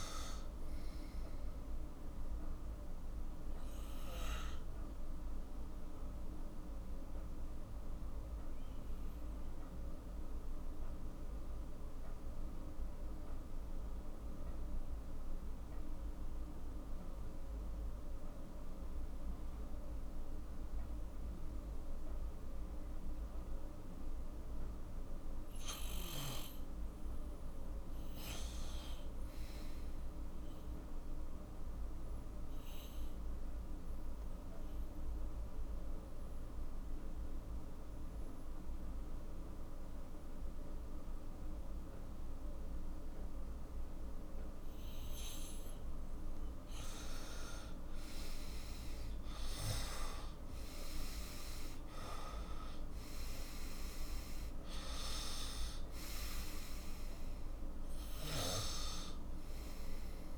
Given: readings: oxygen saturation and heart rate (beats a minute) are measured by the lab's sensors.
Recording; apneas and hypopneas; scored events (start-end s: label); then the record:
breathing in sleep by a room microphone; 2
0.00-12.00 s: oxygen desaturation (device-marked, oxygen 86% lowest, heart rate 43 extreme)
8.00-27.00 s: mixed apnea (oxygen 93% before, 88% lowest, heart rate 53 before, 43 extreme, up 1 after)
28.00-31.50 s: arousal
29.00-49.00 s: oxygen desaturation (device-marked, oxygen 98% before, 90% lowest, heart rate 49 before, 43 extreme)
33.50-46.00 s: obstructive apnea (oxygen 98% before, 89% lowest, heart rate 47 before, 46 extreme, up 18 after)
48.50-54.00 s: arousal
56.00-60.38 s: oxygen desaturation (device-marked, oxygen 92% before, 89% lowest, heart rate 54 before, 55 extreme)
From the record:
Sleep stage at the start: N2 (light sleep); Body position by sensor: on the back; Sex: male